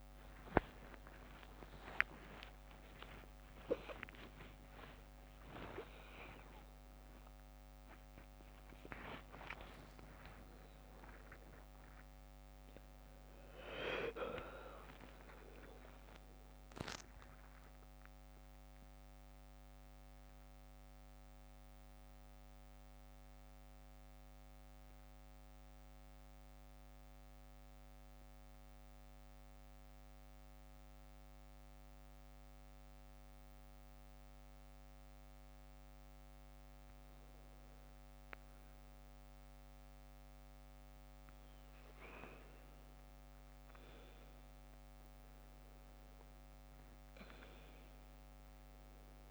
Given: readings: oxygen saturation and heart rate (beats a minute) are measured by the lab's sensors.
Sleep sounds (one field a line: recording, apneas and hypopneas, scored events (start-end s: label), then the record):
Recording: a person partly awake in a sleep study, by a microphone on the trachea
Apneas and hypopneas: 1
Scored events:
0.00-6.50 s: oxygen desaturation (device-marked, oxygen 90% lowest, heart rate 50 extreme)
16.50-49.31 s: new sleep stage, N2 (light sleep)
25.50-36.50 s: mixed apnea (oxygen 99% before, 90% lowest, heart rate 65 before, 50 extreme, up 6 after)
38.50-42.50 s: arousal
42.50-49.31 s: oxygen desaturation (device-marked, oxygen 99% before, 92% lowest, heart rate 52 before, 55 extreme)
From the record:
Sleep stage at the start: awake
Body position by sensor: on the left side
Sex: female